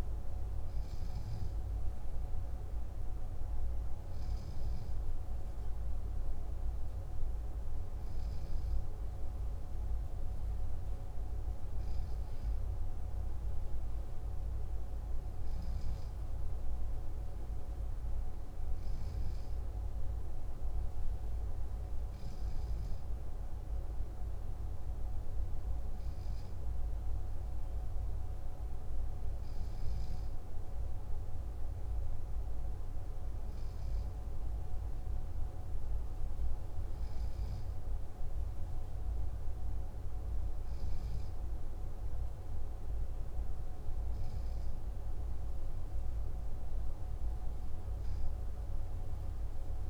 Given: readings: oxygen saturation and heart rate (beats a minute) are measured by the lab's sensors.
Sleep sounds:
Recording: breathing in sleep, hard to hear, by a room microphone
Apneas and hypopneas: none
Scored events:
none scored
From the record:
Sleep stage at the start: N3 (deep sleep)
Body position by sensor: on the left side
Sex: male

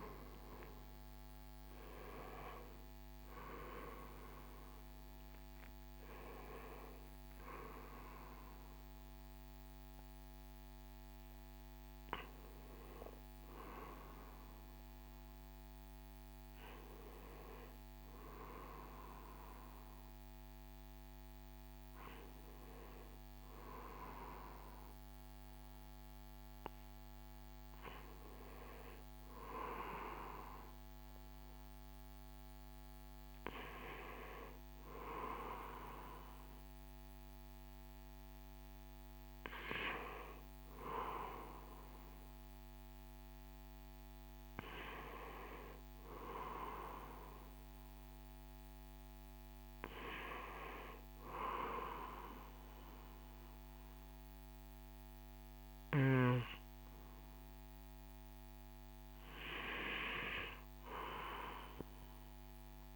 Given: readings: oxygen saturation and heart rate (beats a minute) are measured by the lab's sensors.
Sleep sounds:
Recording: a person partly awake in a sleep study, by a microphone on the trachea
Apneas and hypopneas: none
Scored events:
11.00-62.96 s: new sleep stage, N1 (lightest sleep)
36.00-47.00 s: oxygen desaturation (device-marked, oxygen 96% before, 93% lowest, heart rate 64 before, 57 extreme)
From the record:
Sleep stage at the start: awake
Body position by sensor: on the right side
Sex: male

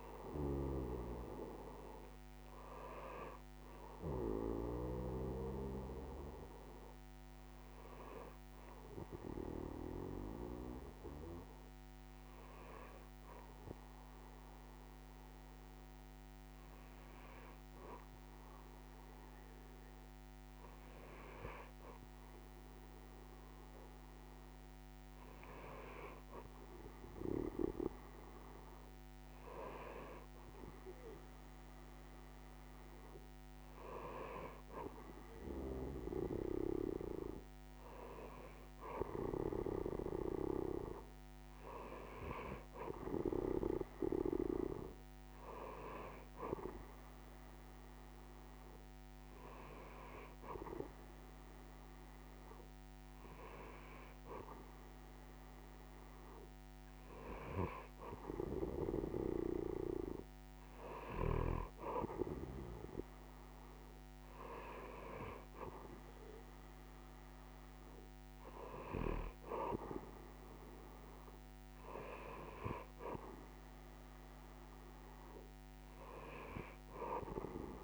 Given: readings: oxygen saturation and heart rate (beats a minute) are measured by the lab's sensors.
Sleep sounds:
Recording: breathing in sleep by a microphone on the trachea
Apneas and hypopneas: none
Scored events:
none scored
From the record:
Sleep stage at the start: N2 (light sleep)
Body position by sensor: on the right side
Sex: male

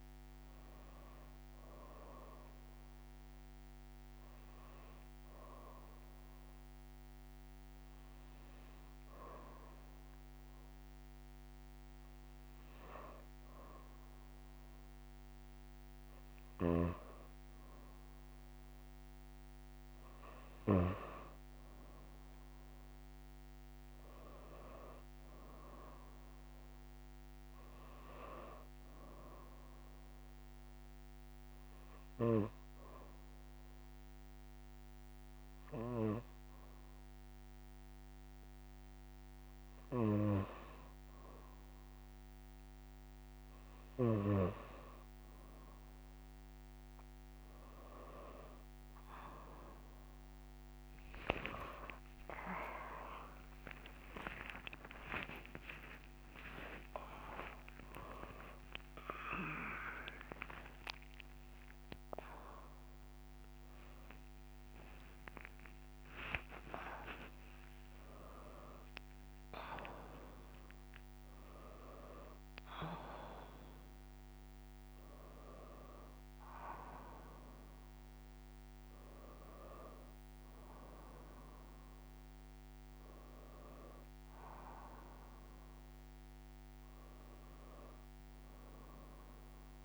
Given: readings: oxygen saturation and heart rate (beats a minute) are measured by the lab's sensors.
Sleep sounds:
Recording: a person awake in a sleep study, by a microphone on the trachea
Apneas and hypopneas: 1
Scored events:
9.50-39.50 s: new sleep stage, N2 (light sleep)
28.50-40.00 s: hypopnea (oxygen 96% before, 91% lowest, heart rate 59 before, 58 extreme, up 2 after)
39.50-89.85 s: new sleep stage, awake
51.50-76.50 s: oxygen desaturation (device-marked, oxygen 95% before, 91% lowest, heart rate 59 before, 58 extreme)
52.50-69.50 s: tachycardia (device-marked, heart rate 61 before, 159 extreme)
From the record:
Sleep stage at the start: N1 (lightest sleep)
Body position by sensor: on the back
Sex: female

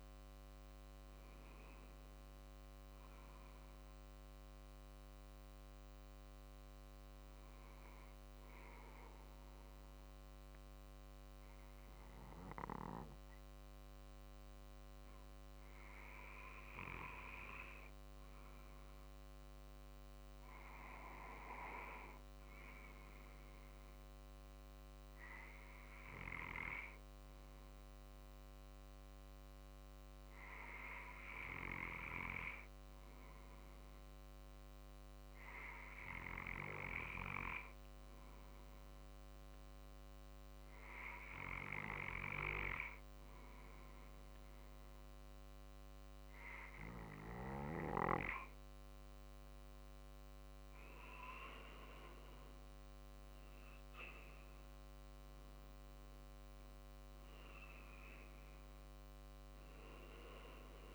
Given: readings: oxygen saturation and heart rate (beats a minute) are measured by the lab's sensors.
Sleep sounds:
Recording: breathing in sleep by a microphone on the trachea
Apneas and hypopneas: 1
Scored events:
19.00-22.00 s: arousal
24.50-49.00 s: obstructive apnea (oxygen 96% before, 93% lowest, heart rate 48 before, 46 extreme, up 3 after)
50.50-53.50 s: arousal
55.50-60.95 s: drop in pulse transit time (device-marked, heart rate 48 before, 47 extreme)
From the record:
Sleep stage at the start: N2 (light sleep)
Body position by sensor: on the back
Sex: male

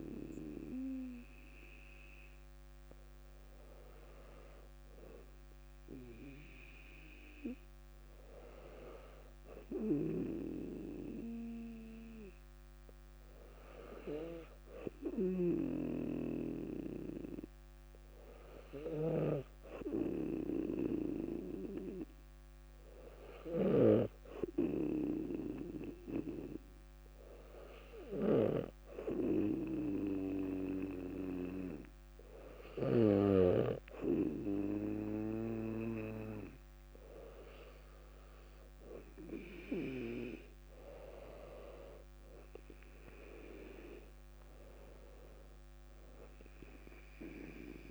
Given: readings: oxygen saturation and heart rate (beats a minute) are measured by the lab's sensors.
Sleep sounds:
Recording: breathing in sleep by a microphone on the trachea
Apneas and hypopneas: none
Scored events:
45.50-47.91 s: arousal
From the record:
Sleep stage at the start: N2 (light sleep)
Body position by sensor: on the back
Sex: female

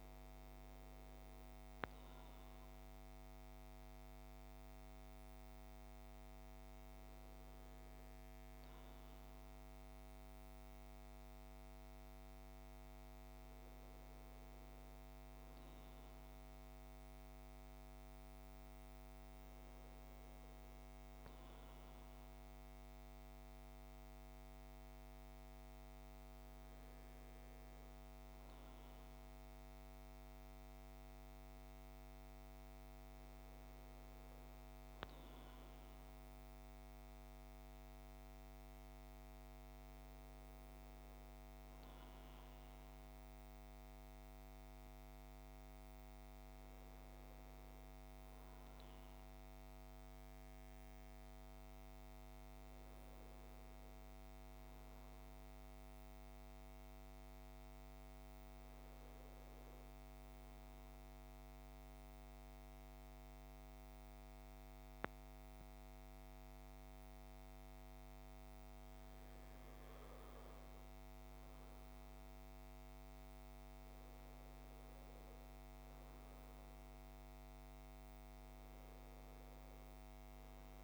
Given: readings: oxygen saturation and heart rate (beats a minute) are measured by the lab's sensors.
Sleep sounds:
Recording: breathing in sleep, hard to hear, by a microphone on the trachea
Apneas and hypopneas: 1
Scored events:
60.00-70.50 s: central apnea (oxygen 96% before, 92% lowest, heart rate 62 before, 60 extreme, up 5 after)
72.50-76.00 s: arousal
74.00-80.84 s: oxygen desaturation (device-marked, oxygen 96% before, 92% lowest, heart rate 61 before, 62 extreme)
From the record:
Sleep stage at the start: N1 (lightest sleep)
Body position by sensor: on the right side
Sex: male

